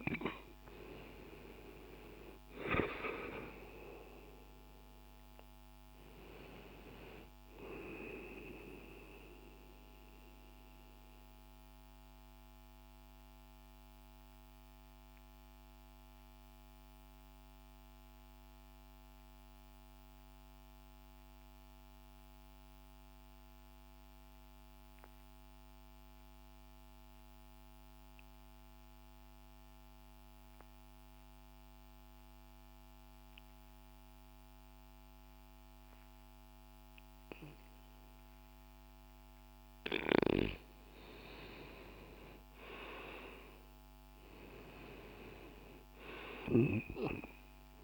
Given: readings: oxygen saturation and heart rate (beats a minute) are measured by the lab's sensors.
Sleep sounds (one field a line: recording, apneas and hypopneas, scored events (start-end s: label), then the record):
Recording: breathing in sleep by a microphone on the trachea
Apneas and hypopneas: 1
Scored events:
0.00-14.00 s: oxygen desaturation (device-marked, oxygen 89% lowest, heart rate 60 extreme)
8.00-38.50 s: mixed apnea (oxygen 96% before, 86% lowest, heart rate 60 before, 60 extreme, up 0 after)
24.00-34.00 s: oxygen desaturation (device-marked, oxygen 90% before, 87% lowest, heart rate 60 before, 60 extreme)
40.50-45.50 s: arousal
From the record:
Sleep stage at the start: N2 (light sleep)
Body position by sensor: on the left side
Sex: male